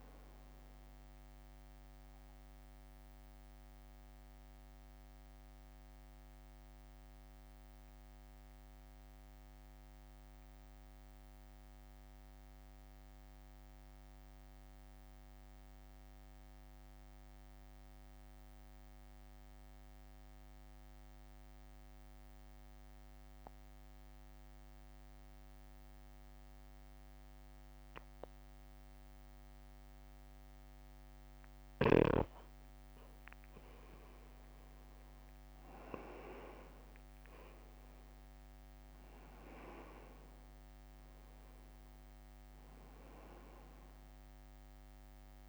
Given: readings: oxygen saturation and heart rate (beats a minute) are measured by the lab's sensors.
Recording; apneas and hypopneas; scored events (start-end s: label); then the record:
breathing in sleep by a microphone on the trachea; 1
0.00-9.50 s: drop in pulse transit time (device-marked, heart rate 57 extreme)
0.00-18.50 s: oxygen desaturation (device-marked, oxygen 86% lowest, heart rate 57 extreme)
1.00-32.00 s: mixed apnea (oxygen 98% before, 86% lowest, heart rate 62 before, 55 extreme, up 1 after)
32.50-45.49 s: oxygen desaturation (device-marked, oxygen 98% before, 88% lowest, heart rate 62 before, 55 extreme)
35.00-40.50 s: arousal
37.50-45.49 s: drop in pulse transit time (device-marked, heart rate 63 before, 58 extreme)
From the record:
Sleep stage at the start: N2 (light sleep); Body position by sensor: on the right side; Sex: male